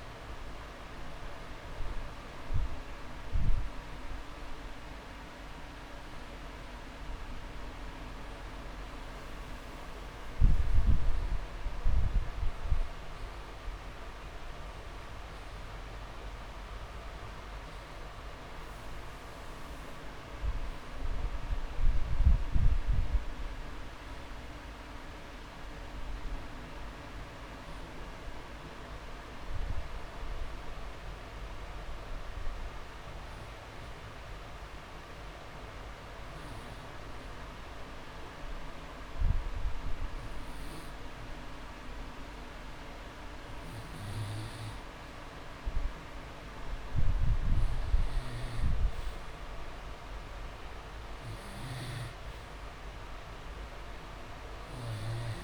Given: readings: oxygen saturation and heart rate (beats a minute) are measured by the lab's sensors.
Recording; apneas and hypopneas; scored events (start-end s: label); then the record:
breathing in sleep, hard to hear, by a room microphone; 1
19.50-23.50 s: arousal
28.00-30.00 s: long interval between heartbeats (device-marked)
31.00-43.50 s: hypopnea (oxygen 99% before, 93% lowest)
46.50-49.50 s: arousal
54.00-55.44 s: oxygen desaturation (device-marked, oxygen 97% before, 93% lowest)
From the record:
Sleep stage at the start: N2 (light sleep); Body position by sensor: on the back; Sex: male